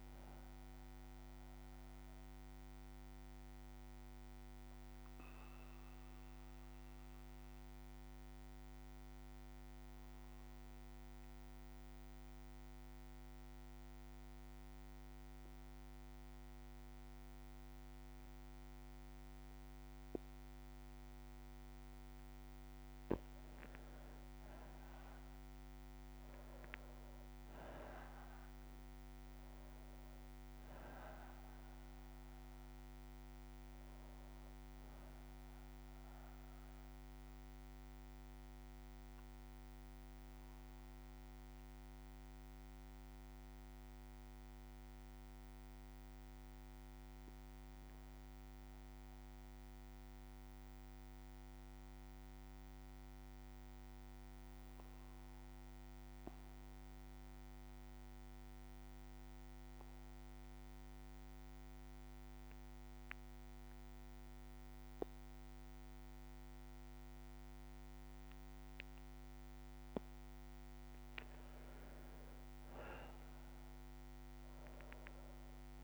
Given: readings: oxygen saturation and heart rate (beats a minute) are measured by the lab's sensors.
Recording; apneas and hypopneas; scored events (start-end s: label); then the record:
breathing in sleep, hard to hear, by a microphone on the trachea; 2
1.00-22.00 s: bradycardia (device-marked, heart rate 66 before, 57 extreme)
5.50-21.00 s: obstructive apnea (oxygen 98% before, 93% lowest, heart rate 60 before, 55 extreme, up 4 after)
24.00-28.00 s: arousal
25.00-51.00 s: oxygen desaturation (device-marked, oxygen 97% before, 93% lowest, heart rate 58 before, 55 extreme)
34.00-69.00 s: bradycardia (device-marked, heart rate 66 before, 55 extreme)
48.00-75.84 s: new sleep stage, N2 (light sleep)
52.50-71.00 s: obstructive apnea (oxygen 98% before, 92% lowest, heart rate 58 before, 55 extreme, up 2 after)
71.00-75.84 s: oxygen desaturation (device-marked, oxygen 98% before, 92% lowest, heart rate 59 before, 55 extreme)
72.00-75.84 s: arousal
From the record:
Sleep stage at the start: N1 (lightest sleep); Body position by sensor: on the back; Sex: male